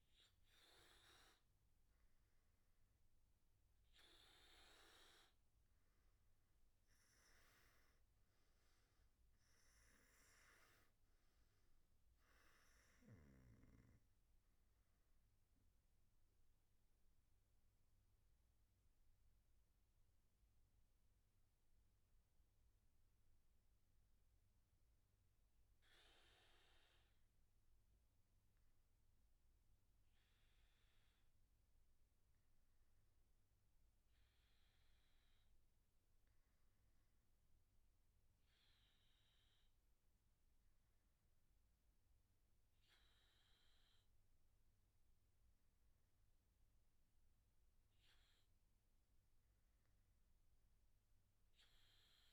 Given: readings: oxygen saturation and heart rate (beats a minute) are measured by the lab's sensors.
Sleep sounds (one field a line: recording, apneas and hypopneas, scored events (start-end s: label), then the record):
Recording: breathing in sleep, hard to hear, by a room microphone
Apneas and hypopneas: none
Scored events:
none scored
From the record:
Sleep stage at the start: N1 (lightest sleep)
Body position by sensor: on the back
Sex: male